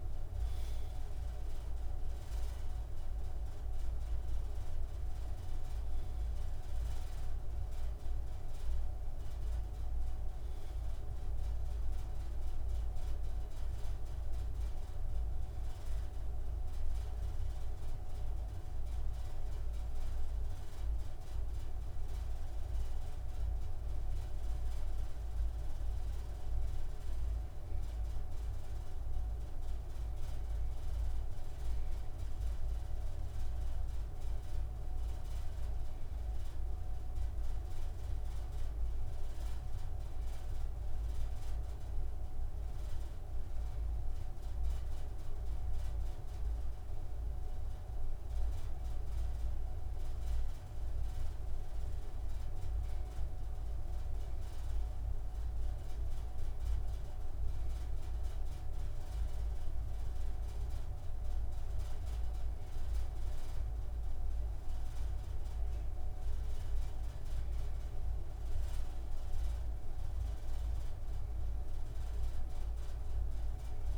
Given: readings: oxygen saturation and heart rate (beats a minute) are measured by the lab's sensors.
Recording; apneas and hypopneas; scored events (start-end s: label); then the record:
breathing in sleep, hard to hear, by a room microphone; 1
29.50-33.50 s: arousal
39.00-53.00 s: hypopnea (oxygen 98% before, 91% lowest)
55.50-59.50 s: arousal
From the record:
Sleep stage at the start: N2 (light sleep); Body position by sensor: on the right side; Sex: male